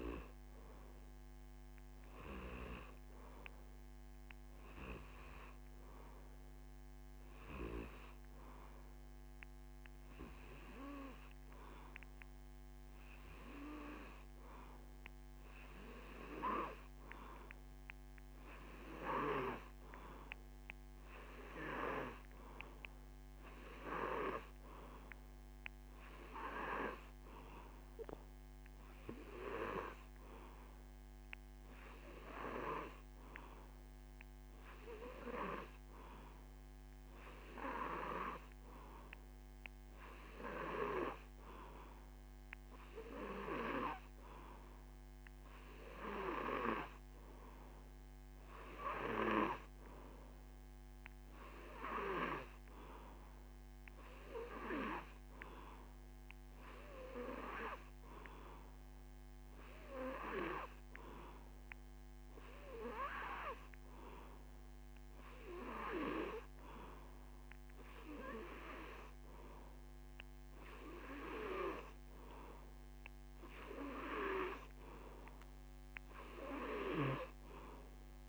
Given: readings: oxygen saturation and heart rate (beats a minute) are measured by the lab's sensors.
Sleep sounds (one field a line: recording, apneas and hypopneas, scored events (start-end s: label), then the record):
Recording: breathing in sleep by a microphone on the trachea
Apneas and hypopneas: none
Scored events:
none scored
From the record:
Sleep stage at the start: N2 (light sleep)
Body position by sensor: on the back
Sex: male